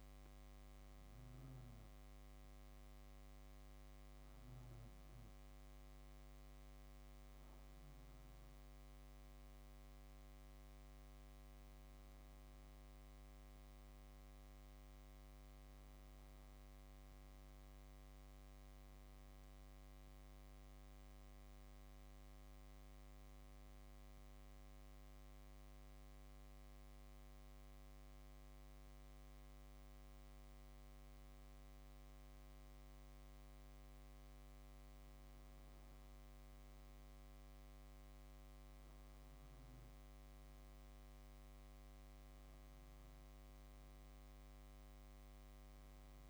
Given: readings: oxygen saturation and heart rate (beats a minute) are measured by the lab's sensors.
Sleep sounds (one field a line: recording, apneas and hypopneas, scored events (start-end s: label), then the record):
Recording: breathing in sleep, hard to hear, by a microphone on the trachea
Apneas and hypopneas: none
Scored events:
none scored
From the record:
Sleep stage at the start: N2 (light sleep)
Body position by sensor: on the back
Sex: female